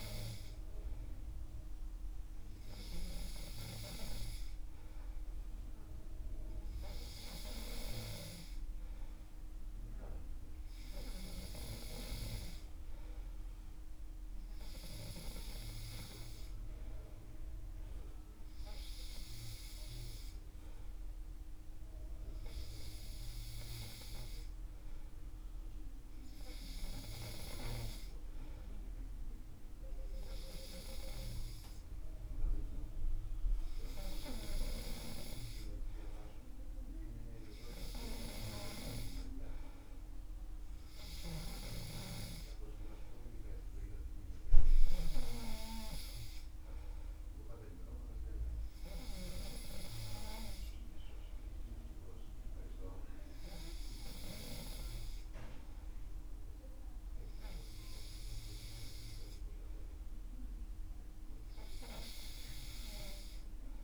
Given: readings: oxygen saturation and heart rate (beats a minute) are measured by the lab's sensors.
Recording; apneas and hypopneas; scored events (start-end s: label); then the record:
breathing in sleep by a room microphone; none
none scored
From the record:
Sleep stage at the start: N3 (deep sleep); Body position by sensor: on the back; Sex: male